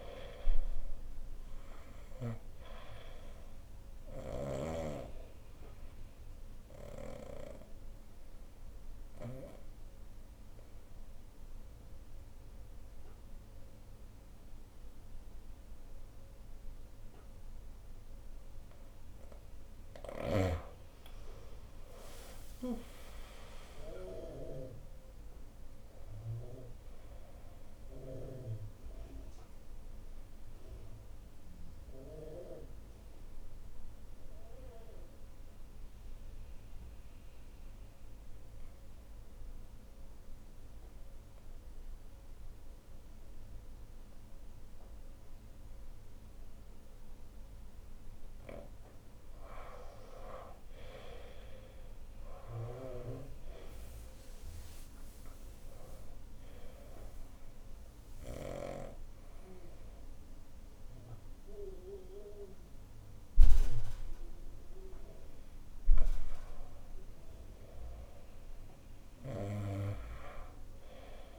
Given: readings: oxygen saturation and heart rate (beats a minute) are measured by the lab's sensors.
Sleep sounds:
breathing in sleep by a room microphone; 3
0.00-2.00 s: snoring (device-marked)
0.50-14.50 s: oxygen desaturation (device-marked, oxygen 97% before, 92% lowest, heart rate 72 before, 67 extreme)
6.00-19.50 s: obstructive apnea (oxygen 97% before, 90% lowest, heart rate 68 before, 67 extreme, up 4 after)
21.00-26.00 s: arousal
22.50-43.50 s: oxygen desaturation (device-marked, oxygen 96% before, 91% lowest, heart rate 70 before, 65 extreme)
29.00-47.50 s: obstructive apnea (oxygen 97% before, 89% lowest, heart rate 70 before, 65 extreme, up 9 after)
50.50-54.50 s: arousal
51.50-68.50 s: oxygen desaturation (device-marked, oxygen 99% before, 90% lowest, heart rate 69 before, 65 extreme)
57.00-67.00 s: obstructive apnea (oxygen 99% before, 88% lowest, heart rate 71 before, 65 extreme, up 5 after)
68.50-71.39 s: arousal
From the record:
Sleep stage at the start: N2 (light sleep); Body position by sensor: on the back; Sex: female

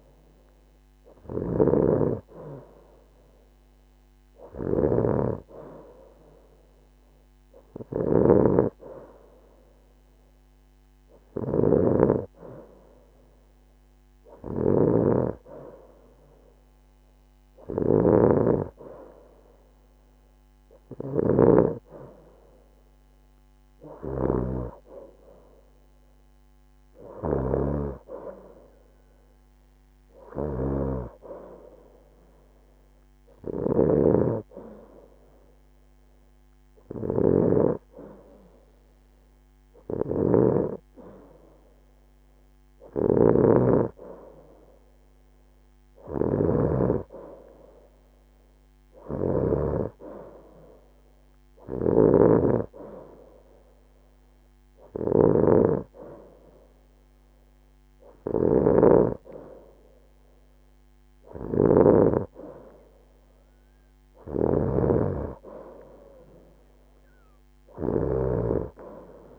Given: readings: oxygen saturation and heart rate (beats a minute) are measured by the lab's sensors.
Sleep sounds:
breathing in sleep by a microphone on the trachea; none
none scored
From the record:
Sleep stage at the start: N2 (light sleep); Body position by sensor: on the right side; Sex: female

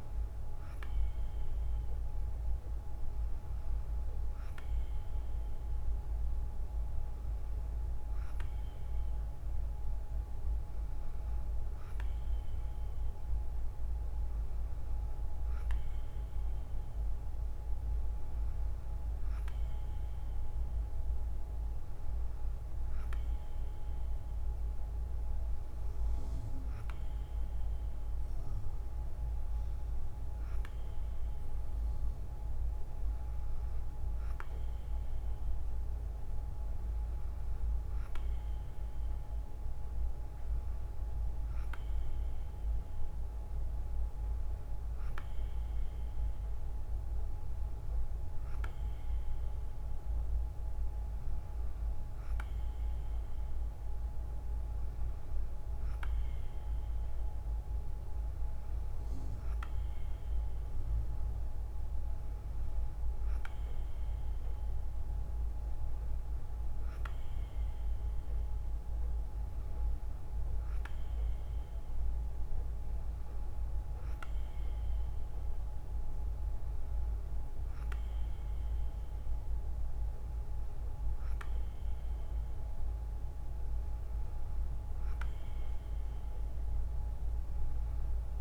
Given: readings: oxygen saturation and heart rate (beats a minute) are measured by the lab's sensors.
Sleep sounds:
breathing in sleep, hard to hear, by a room microphone; none
none scored
From the record:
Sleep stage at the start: N3 (deep sleep); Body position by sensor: on the right side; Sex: female

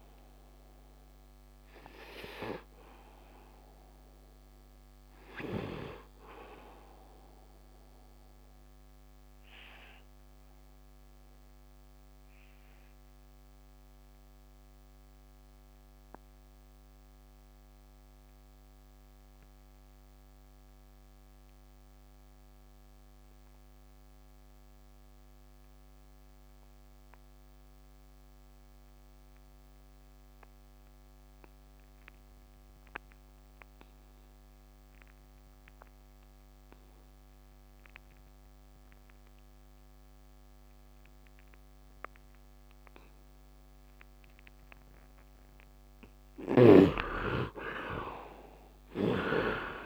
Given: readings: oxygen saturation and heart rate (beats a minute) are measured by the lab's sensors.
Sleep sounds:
breathing in sleep by a microphone on the trachea; 1
0.00-15.50 s: oxygen desaturation (device-marked, oxygen 73% lowest, heart rate 70 extreme)
8.00-44.50 s: obstructive apnea (oxygen 95% before, 68% lowest, heart rate 79 before, 68 extreme, up 28 after)
24.50-49.85 s: oxygen desaturation (device-marked, oxygen 100% before, 68% lowest, heart rate 82 before, 68 extreme)
46.50-49.85 s: arousal
48.50-49.85 s: snoring (device-marked)
From the record:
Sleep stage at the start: N2 (light sleep); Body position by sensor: on the right side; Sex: male

